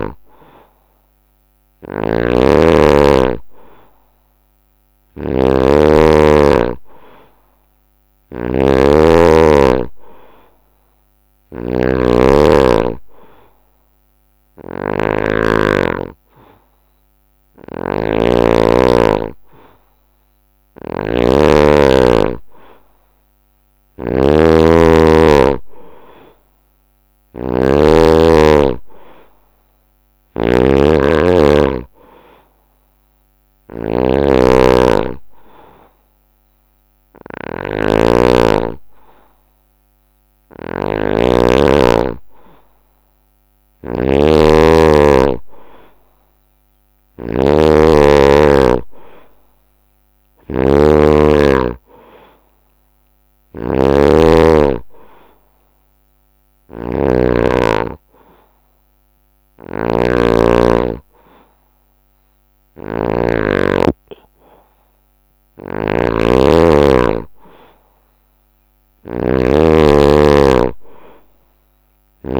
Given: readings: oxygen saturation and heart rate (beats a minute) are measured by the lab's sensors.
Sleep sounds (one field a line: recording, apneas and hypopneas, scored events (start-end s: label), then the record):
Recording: breathing in sleep by a microphone on the trachea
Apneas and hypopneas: 2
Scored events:
0.00-27.50 s: snoring (device-marked)
26.00-29.50 s: arousal
29.50-41.00 s: snoring (device-marked)
32.50-42.50 s: hypopnea (oxygen 93% before, 90% lowest, heart rate 70 before, 63 extreme, up 2 after)
43.00-63.00 s: snoring (device-marked)
44.00-48.00 s: arousal
49.00-51.00 s: long interval between heartbeats (device-marked, heart rate 69 before, 69 extreme)
52.00-68.00 s: oxygen desaturation (device-marked, oxygen 93% before, 90% lowest, heart rate 69 before, 63 extreme)
55.00-65.50 s: hypopnea (oxygen 93% before, 90% lowest, heart rate 69 before, 63 extreme, up 7 after)
65.00-72.40 s: snoring (device-marked)
69.50-72.40 s: arousal
From the record:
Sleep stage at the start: N2 (light sleep)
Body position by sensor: on the right side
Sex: male